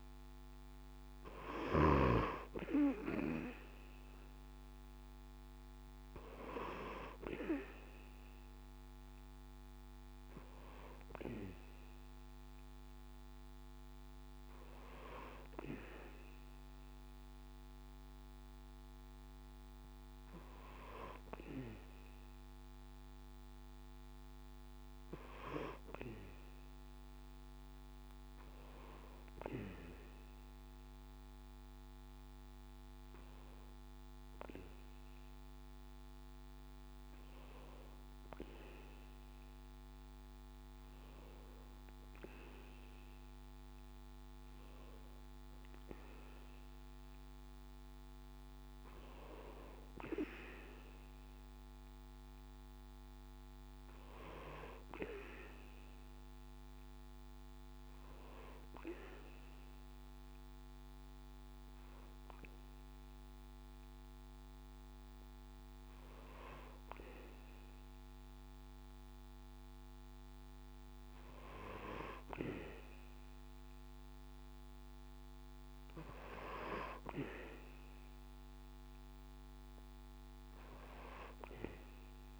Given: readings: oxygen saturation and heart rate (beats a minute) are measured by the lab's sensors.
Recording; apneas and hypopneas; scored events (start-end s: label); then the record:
breathing in sleep by a microphone on the trachea; none
0.00-1.00 s: arousal
From the record:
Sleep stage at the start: N2 (light sleep); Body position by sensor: on the back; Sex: male